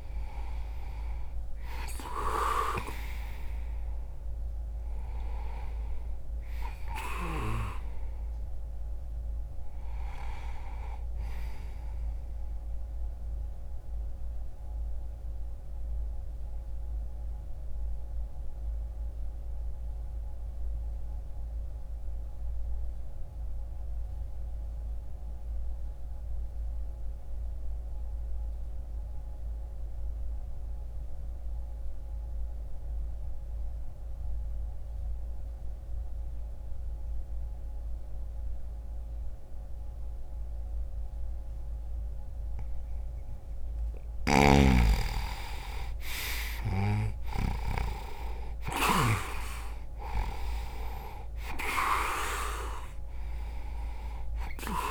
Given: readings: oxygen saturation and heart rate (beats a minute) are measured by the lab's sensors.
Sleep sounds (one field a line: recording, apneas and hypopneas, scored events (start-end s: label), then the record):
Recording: breathing in sleep by a room microphone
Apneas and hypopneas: 1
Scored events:
0.00-11.00 s: oxygen desaturation (device-marked, oxygen 94% lowest, heart rate 60 extreme)
13.00-43.00 s: mixed apnea (oxygen 99% before, 85% lowest, heart rate 60 before, 60 extreme, up 2 after)
21.00-33.00 s: oxygen desaturation (device-marked, oxygen 95% before, 90% lowest, heart rate 60 before, 60 extreme)
45.00-54.91 s: oxygen desaturation (device-marked, oxygen 99% before, 92% lowest, heart rate 61 before, 60 extreme)
46.00-51.50 s: arousal
From the record:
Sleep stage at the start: N2 (light sleep)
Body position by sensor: on the back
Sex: male